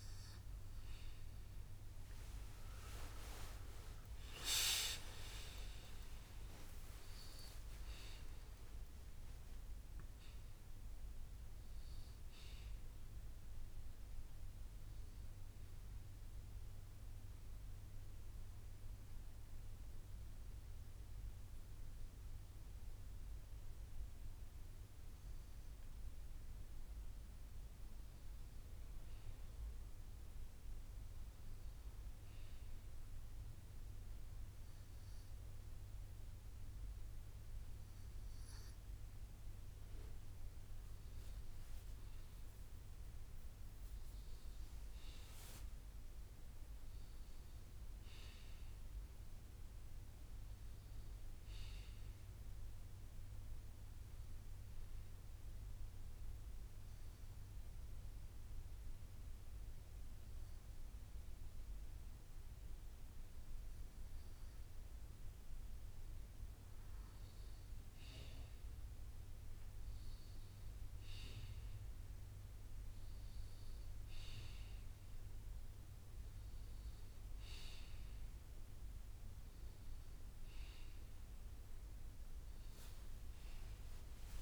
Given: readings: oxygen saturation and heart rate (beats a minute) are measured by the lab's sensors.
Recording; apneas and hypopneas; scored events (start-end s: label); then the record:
breathing in sleep by a room microphone; 2
1.00-6.00 s: arousal
1.50-3.50 s: long interval between heartbeats (device-marked, heart rate 54 before, 59 extreme)
1.50-14.50 s: drop in pulse transit time (device-marked, heart rate 54 before, 59 extreme)
14.50-42.50 s: bradycardia (device-marked, heart rate 63 before, 52 extreme)
15.50-27.00 s: hypopnea (oxygen 94% before, 94% lowest, heart rate 64 before, 52 extreme, up 6 after)
29.50-33.50 s: arousal
46.50-68.50 s: bradycardia (device-marked, heart rate 62 before, 56 extreme)
54.50-65.00 s: hypopnea (oxygen 98% before, 93% lowest, heart rate 57 before, 56 extreme, up 4 after)
71.50-84.42 s: drop in pulse transit time (device-marked, heart rate 57 before, 57 extreme)
81.50-84.42 s: arousal
From the record:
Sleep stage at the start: N2 (light sleep); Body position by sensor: on the left side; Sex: male